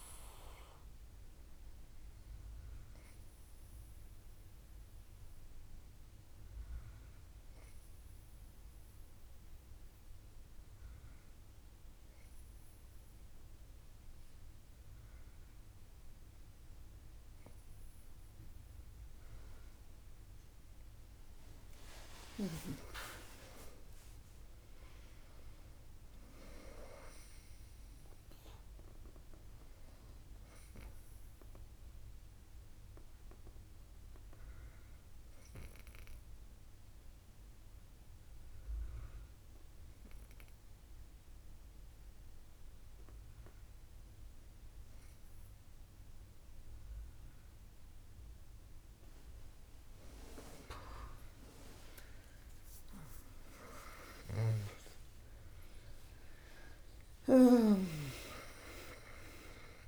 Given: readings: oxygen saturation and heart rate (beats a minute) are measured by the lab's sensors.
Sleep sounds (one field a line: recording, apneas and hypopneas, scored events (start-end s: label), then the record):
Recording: breathing in sleep by a room microphone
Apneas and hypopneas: 2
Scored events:
5.00-19.50 s: obstructive apnea (oxygen 98% before, 96% lowest, heart rate 73 before, 58 extreme, up 59 after)
23.50-27.00 s: arousal
36.00-48.00 s: obstructive apnea (oxygen 98% before, 96% lowest, heart rate 82 before, 59 extreme)
53.50-59.00 s: arousal
From the record:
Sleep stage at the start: N2 (light sleep)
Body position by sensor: on the back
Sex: female